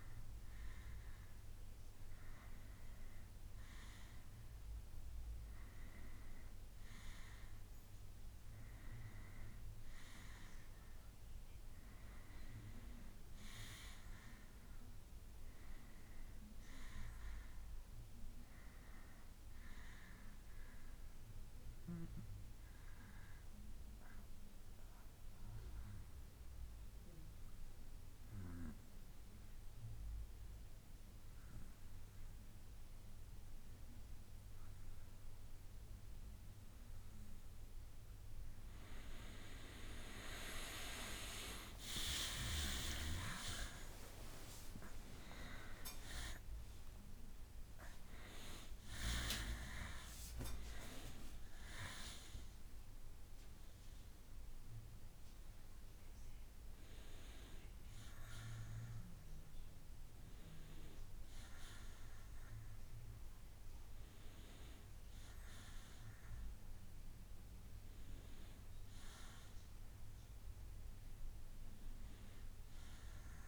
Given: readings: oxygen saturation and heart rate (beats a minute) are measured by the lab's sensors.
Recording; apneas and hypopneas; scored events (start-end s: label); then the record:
breathing in sleep by a room microphone; 1
0.00-14.50 s: bradycardia (device-marked, heart rate 46 extreme)
20.50-40.50 s: bradycardia (device-marked, heart rate 61 before, 46 extreme)
22.00-38.50 s: obstructive apnea (oxygen 92% before, 83% lowest, heart rate 53 before, 46 extreme, up 23 after)
39.50-67.50 s: oxygen desaturation (device-marked, oxygen 92% before, 83% lowest, heart rate 52 before, 59 extreme)
41.50-46.00 s: arousal
From the record:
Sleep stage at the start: N2 (light sleep); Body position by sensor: on the back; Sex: male